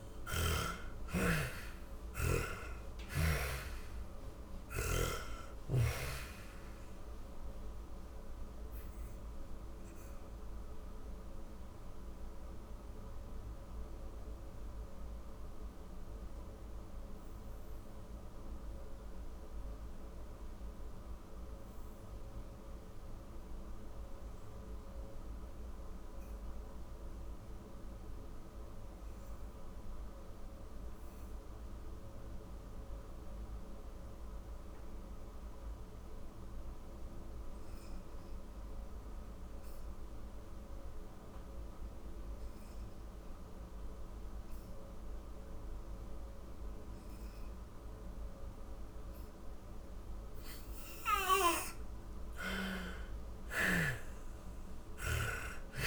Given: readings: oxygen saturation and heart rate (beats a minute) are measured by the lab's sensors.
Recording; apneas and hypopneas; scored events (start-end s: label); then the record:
breathing in sleep by a room microphone; 1
0.00-1.50 s: arousal
0.00-23.00 s: oxygen desaturation (device-marked, oxygen 57% lowest, heart rate 32 extreme)
7.00-47.00 s: obstructive apnea (oxygen 85% before, 57% lowest, heart rate 59 before, 40 extreme)
28.00-55.87 s: new sleep stage, N2 (light sleep)
32.00-55.87 s: oxygen desaturation (device-marked, oxygen 96% before, 61% lowest, heart rate 58 before, 40 extreme)
48.50-52.00 s: snoring (device-marked)
49.00-53.50 s: arousal
From the record:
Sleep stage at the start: REM sleep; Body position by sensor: on the back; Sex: female